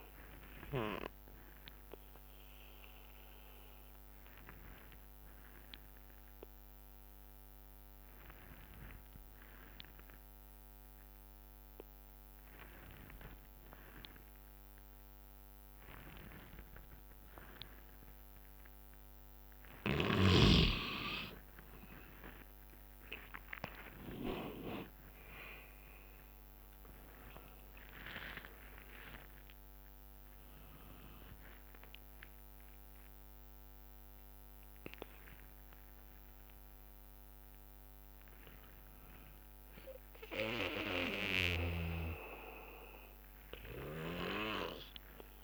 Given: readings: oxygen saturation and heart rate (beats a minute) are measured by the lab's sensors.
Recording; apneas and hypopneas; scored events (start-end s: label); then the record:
breathing in sleep by a microphone on the trachea; 1
0.00-4.00 s: drop in pulse transit time (device-marked, heart rate 68 extreme)
0.00-11.00 s: oxygen desaturation (device-marked, oxygen 90% lowest, heart rate 59 extreme)
2.50-20.00 s: obstructive apnea (oxygen 100% before, 89% lowest, heart rate 67 before, 59 extreme, up 14 after)
5.00-7.00 s: bradycardia (device-marked, heart rate 67 before, 64 extreme)
18.00-37.00 s: oxygen desaturation (device-marked, oxygen 99% before, 89% lowest, heart rate 66 before, 59 extreme)
23.50-28.00 s: arousal
28.00-30.00 s: long interval between heartbeats (device-marked, heart rate 65 before, 87 extreme)
29.00-41.00 s: drop in pulse transit time (device-marked, heart rate 66 before, 78 extreme)
From the record:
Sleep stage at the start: N2 (light sleep); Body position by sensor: on the back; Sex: male